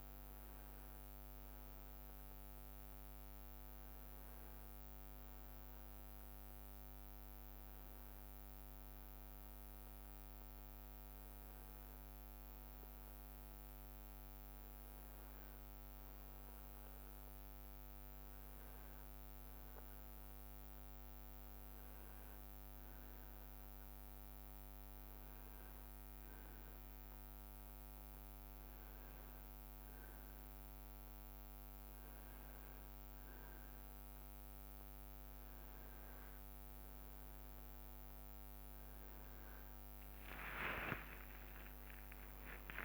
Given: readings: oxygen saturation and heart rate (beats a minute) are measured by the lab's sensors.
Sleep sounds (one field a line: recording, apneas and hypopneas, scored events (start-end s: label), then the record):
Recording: breathing in sleep, hard to hear, by a microphone on the trachea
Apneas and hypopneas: none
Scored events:
40.50-42.85 s: arousal
From the record:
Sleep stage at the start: N1 (lightest sleep)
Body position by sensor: on the right side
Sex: male